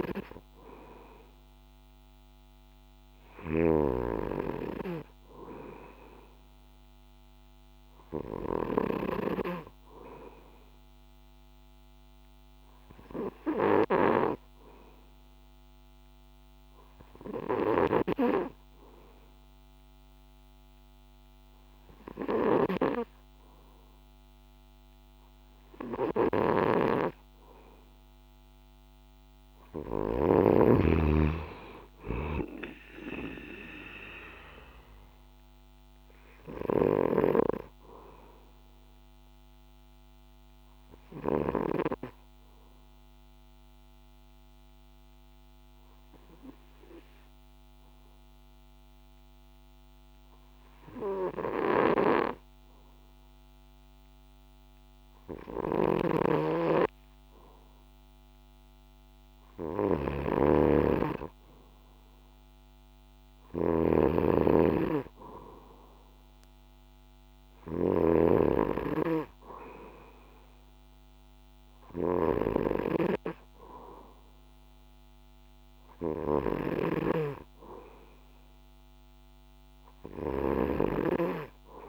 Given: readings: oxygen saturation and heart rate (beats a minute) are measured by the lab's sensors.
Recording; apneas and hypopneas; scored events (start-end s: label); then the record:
breathing in sleep by a microphone on the trachea; 2
0.00-9.00 s: snoring (device-marked)
10.50-27.00 s: hypopnea (oxygen 95% before, 92% lowest, heart rate 64 before, 62 extreme, up 2 after)
17.50-30.50 s: snoring (device-marked)
29.50-32.50 s: arousal
36.50-42.00 s: snoring (device-marked)
38.00-59.50 s: hypopnea (oxygen 95% before, 92% lowest, heart rate 64 before, 62 extreme, up 4 after)
55.50-81.89 s: snoring (device-marked)
61.00-63.50 s: arousal
63.00-81.89 s: oxygen desaturation (device-marked, oxygen 98% before, 92% lowest, heart rate 64 before, 64 extreme)
From the record:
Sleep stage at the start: N2 (light sleep); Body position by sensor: on the back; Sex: male